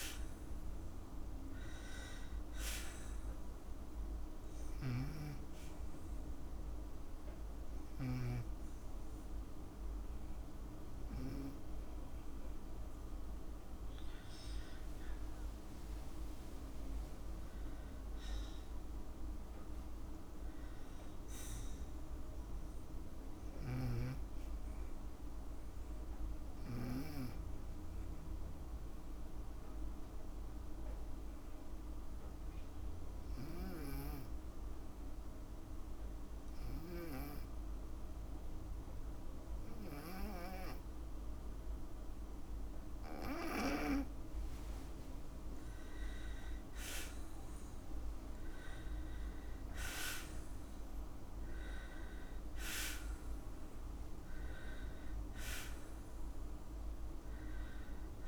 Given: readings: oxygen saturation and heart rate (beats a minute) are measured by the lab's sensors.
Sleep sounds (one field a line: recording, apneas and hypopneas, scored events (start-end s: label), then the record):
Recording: breathing in sleep by a room microphone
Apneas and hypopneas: 2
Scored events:
0.50-4.00 s: arousal
4.00-8.00 s: snoring (device-marked)
7.00-17.00 s: hypopnea (oxygen 96% before, 92% lowest, heart rate 58 before, 53 extreme, up 2 after)
19.00-22.50 s: arousal
19.50-43.50 s: oxygen desaturation (device-marked, oxygen 96% before, 92% lowest, heart rate 58 before, 53 extreme)
29.50-44.00 s: obstructive apnea (oxygen 96% before, 90% lowest, heart rate 57 before, 53 extreme, up 7 after)
45.50-49.50 s: arousal
From the record:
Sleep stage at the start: N2 (light sleep)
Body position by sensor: on the right side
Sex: female